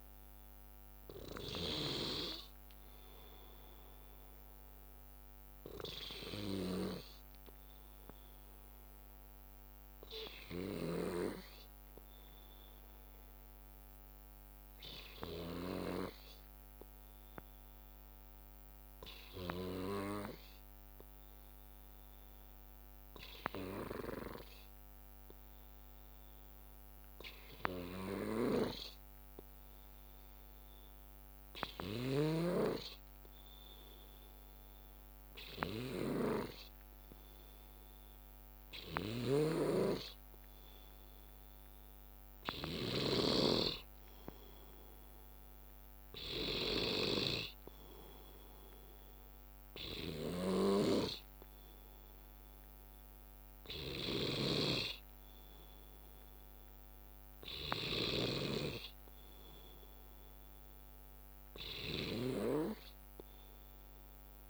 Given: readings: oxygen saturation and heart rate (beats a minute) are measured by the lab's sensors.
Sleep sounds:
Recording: breathing in sleep by a microphone on the trachea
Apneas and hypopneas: 1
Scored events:
0.00-5.00 s: oxygen desaturation (device-marked, oxygen 91% lowest, heart rate 53 extreme)
0.00-42.00 s: bradycardia (device-marked, heart rate 53 extreme)
7.50-38.50 s: obstructive apnea (oxygen 98% before, 93% lowest, heart rate 77 before, 57 extreme, up 3 after)
32.00-63.00 s: oxygen desaturation (device-marked, oxygen 97% before, 94% lowest, heart rate 58 before, 55 extreme)
39.50-43.50 s: snoring (device-marked)
42.00-45.50 s: arousal
58.00-64.50 s: bradycardia (device-marked, heart rate 67 before, 55 extreme)
From the record:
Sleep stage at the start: N2 (light sleep)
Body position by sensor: on the left side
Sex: male

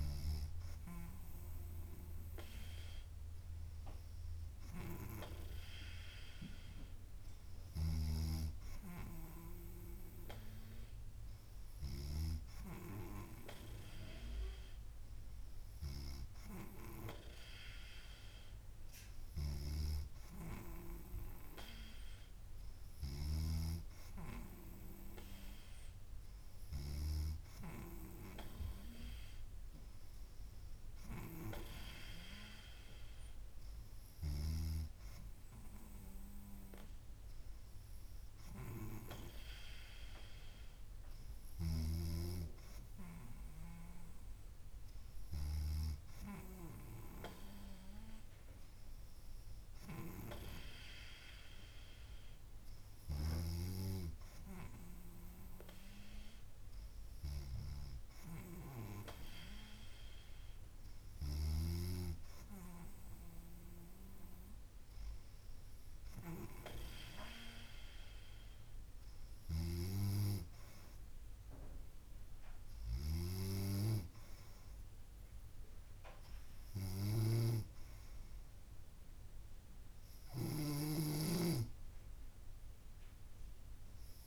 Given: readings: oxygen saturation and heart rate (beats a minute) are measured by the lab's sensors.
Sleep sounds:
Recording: breathing in sleep by a room microphone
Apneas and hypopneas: none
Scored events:
none scored
From the record:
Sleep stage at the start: N3 (deep sleep)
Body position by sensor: on the back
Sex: female

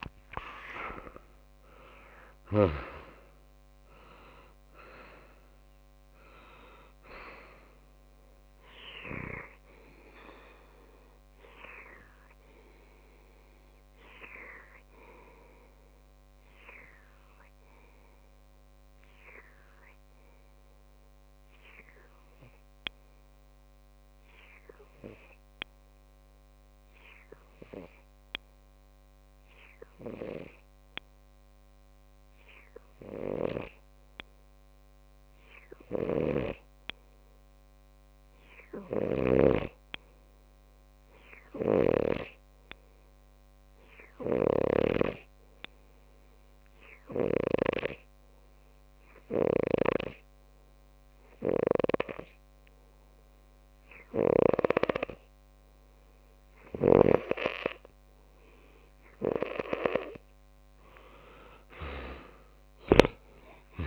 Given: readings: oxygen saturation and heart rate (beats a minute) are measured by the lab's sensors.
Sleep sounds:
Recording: breathing in sleep by a microphone on the trachea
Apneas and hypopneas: 1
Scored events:
13.00-59.00 s: obstructive apnea (oxygen 94% before, 94% lowest)
44.50-63.87 s: oxygen desaturation (device-marked, oxygen 99% before, 94% lowest)
62.00-63.87 s: arousal
From the record:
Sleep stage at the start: N2 (light sleep)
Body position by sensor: on the left side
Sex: male

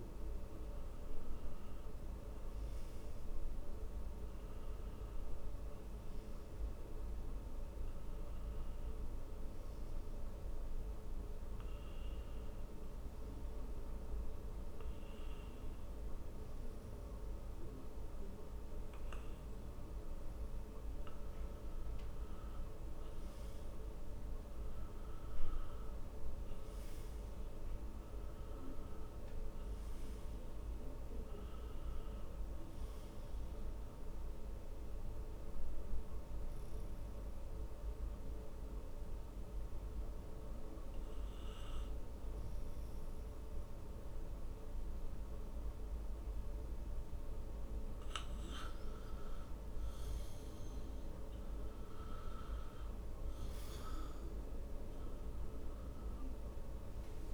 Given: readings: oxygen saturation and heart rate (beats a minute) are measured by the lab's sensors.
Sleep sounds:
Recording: breathing in sleep, hard to hear, by a room microphone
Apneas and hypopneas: 2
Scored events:
0.00-1.50 s: arousal
9.00-20.00 s: hypopnea (oxygen 91% before, 87% lowest, heart rate 67 before, 64 extreme, up 6 after)
22.00-26.00 s: arousal
34.50-49.00 s: obstructive apnea (oxygen 91% before, 87% lowest, heart rate 67 before, 64 extreme, up 6 after)
51.50-55.00 s: arousal
53.00-57.34 s: oxygen desaturation (device-marked, oxygen 92% before, 87% lowest, heart rate 65 before, 60 extreme)
From the record:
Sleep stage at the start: N2 (light sleep)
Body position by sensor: on the back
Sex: male

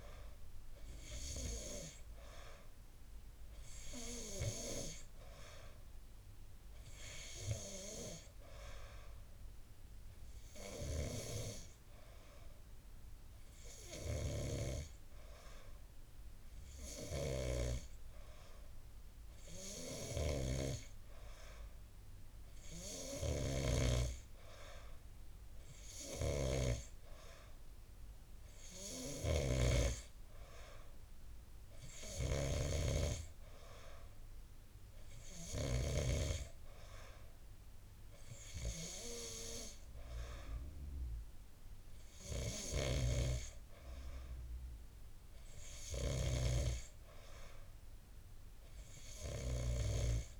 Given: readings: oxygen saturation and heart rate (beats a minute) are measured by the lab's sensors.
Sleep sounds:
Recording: breathing in sleep by a room microphone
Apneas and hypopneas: none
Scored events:
none scored
From the record:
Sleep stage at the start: N2 (light sleep)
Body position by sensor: on the back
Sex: male

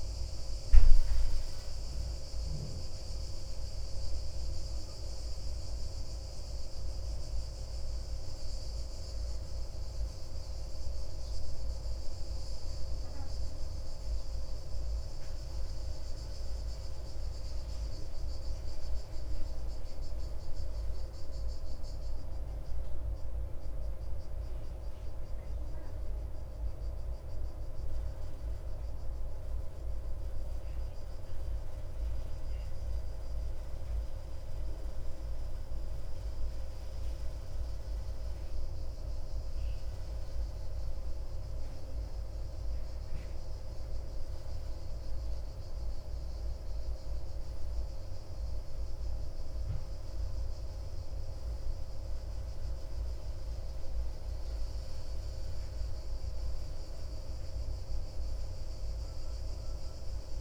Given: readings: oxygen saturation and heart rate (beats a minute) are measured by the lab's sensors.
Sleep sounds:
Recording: breathing in sleep, hard to hear, by a room microphone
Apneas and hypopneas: none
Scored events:
none scored
From the record:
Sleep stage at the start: N2 (light sleep)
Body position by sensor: on the back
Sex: male

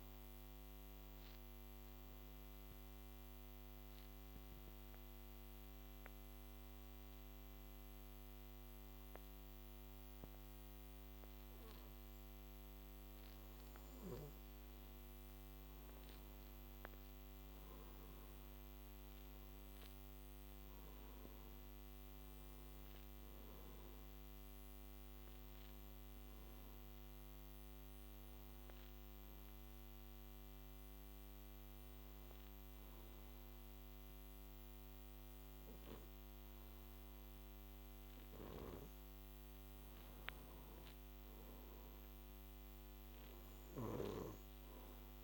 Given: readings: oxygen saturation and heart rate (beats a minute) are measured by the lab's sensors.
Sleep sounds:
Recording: breathing in sleep, hard to hear, by a microphone on the trachea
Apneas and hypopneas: 2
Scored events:
0.00-10.50 s: oxygen desaturation (device-marked, oxygen 90% lowest, heart rate 50 extreme)
4.00-14.00 s: obstructive apnea (oxygen 97% before, 90% lowest, heart rate 71 before, 50 extreme, up 9 after)
15.50-19.50 s: arousal
25.50-36.50 s: oxygen desaturation (device-marked, oxygen 98% before, 92% lowest, heart rate 61 before, 50 extreme)
27.00-39.00 s: hypopnea (oxygen 98% before, 92% lowest, heart rate 60 before, 50 extreme, up 11 after)
41.00-44.00 s: arousal
From the record:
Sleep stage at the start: N2 (light sleep)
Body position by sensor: on the back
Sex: male

